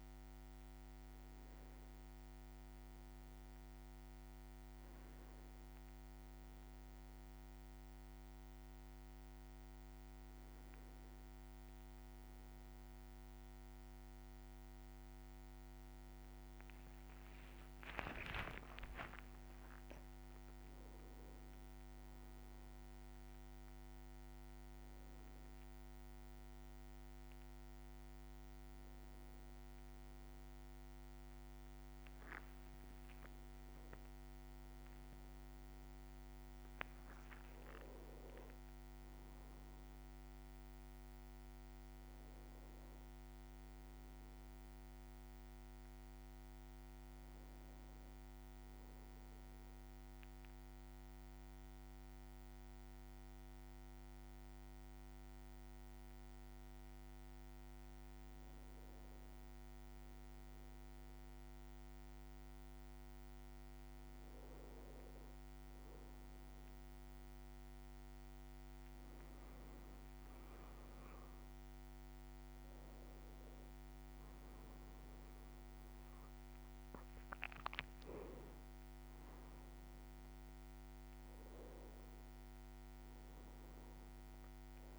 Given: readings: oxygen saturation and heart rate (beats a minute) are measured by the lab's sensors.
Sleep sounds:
breathing in sleep, hard to hear, by a microphone on the trachea; 1
0.00-5.50 s: drop in pulse transit time (device-marked, heart rate 57 extreme)
0.00-16.50 s: bradycardia (device-marked, heart rate 57 extreme)
17.00-21.00 s: leg movement (device-marked)
17.50-22.00 s: arousal
18.50-29.50 s: drop in pulse transit time (device-marked, heart rate 59 before, 59 extreme)
26.50-34.50 s: bradycardia (device-marked, heart rate 59 before, 59 extreme)
31.50-40.50 s: leg movement (device-marked)
41.00-45.50 s: arousal
43.50-69.50 s: bradycardia (device-marked, heart rate 59 before, 57 extreme)
47.50-62.50 s: hypopnea (oxygen 99% before, 94% lowest, heart rate 60 before, 57 extreme, up 2 after)
63.00-69.50 s: arousal
68.50-70.50 s: leg movement (device-marked)
71.50-83.50 s: drop in pulse transit time (device-marked, heart rate 58 before, 59 extreme)
82.50-84.98 s: bradycardia (device-marked, heart rate 59 before, 54 extreme)
From the record:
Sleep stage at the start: N1 (lightest sleep); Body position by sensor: on the back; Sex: male

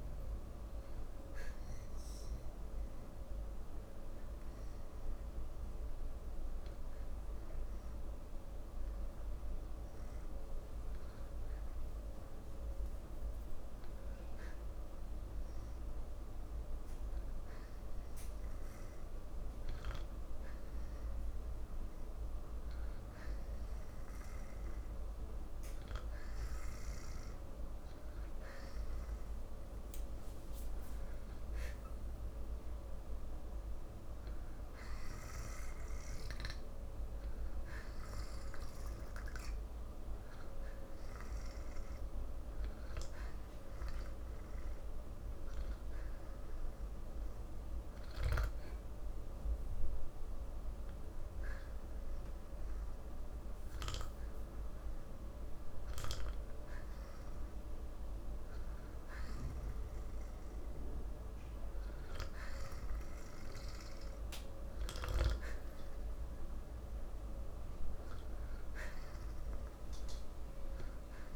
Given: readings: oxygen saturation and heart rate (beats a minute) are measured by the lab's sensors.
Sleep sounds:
breathing in sleep, hard to hear, by a room microphone; 1
3.00-19.00 s: obstructive apnea (oxygen 93% before, 91% lowest, heart rate 120 before, 70 extreme, up 13 after)
26.00-30.00 s: arousal
From the record:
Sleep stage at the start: N2 (light sleep); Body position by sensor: on the back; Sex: male

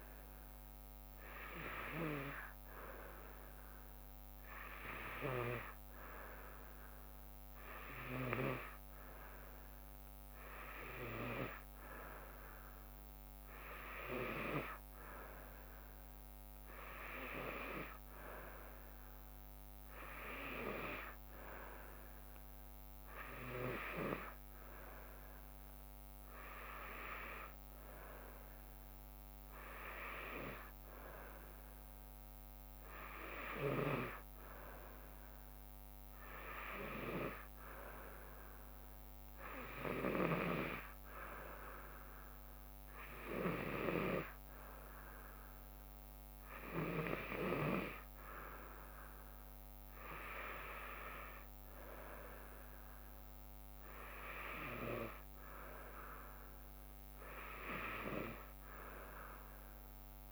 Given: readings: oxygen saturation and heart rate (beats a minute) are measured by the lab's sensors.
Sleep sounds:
breathing in sleep by a microphone on the trachea; none
51.00-60.32 s: drop in pulse transit time (device-marked, heart rate 74 before, 75 extreme)
From the record:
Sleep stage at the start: N2 (light sleep); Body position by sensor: on the back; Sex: female

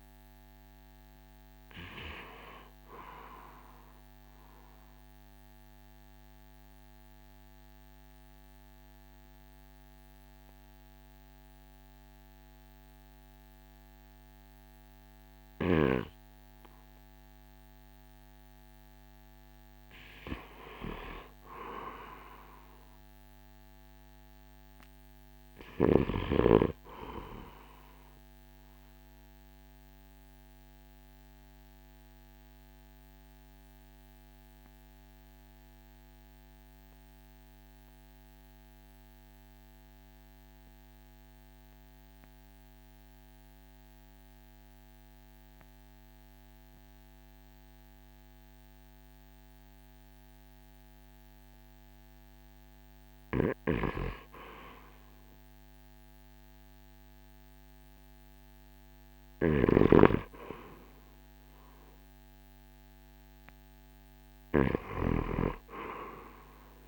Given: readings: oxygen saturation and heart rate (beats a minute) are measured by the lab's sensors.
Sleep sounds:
breathing in sleep by a microphone on the trachea; 2
0.00-16.50 s: oxygen desaturation (device-marked, oxygen 86% lowest, heart rate 56 extreme)
4.00-19.00 s: obstructive apnea (oxygen 96% before, 86% lowest, heart rate 67 before, 55 extreme, up 3 after)
20.50-24.50 s: arousal
26.50-40.50 s: oxygen desaturation (device-marked, oxygen 99% before, 92% lowest, heart rate 57 before, 53 extreme)
28.50-52.50 s: obstructive apnea (oxygen 99% before, 85% lowest, heart rate 57 before, 53 extreme, up 0 after)
54.50-66.88 s: oxygen desaturation (device-marked, oxygen 95% before, 85% lowest, heart rate 55 before, 53 extreme)
55.00-60.50 s: arousal
59.00-66.88 s: snoring (device-marked)
From the record:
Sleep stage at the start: REM sleep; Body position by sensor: on the right side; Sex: male

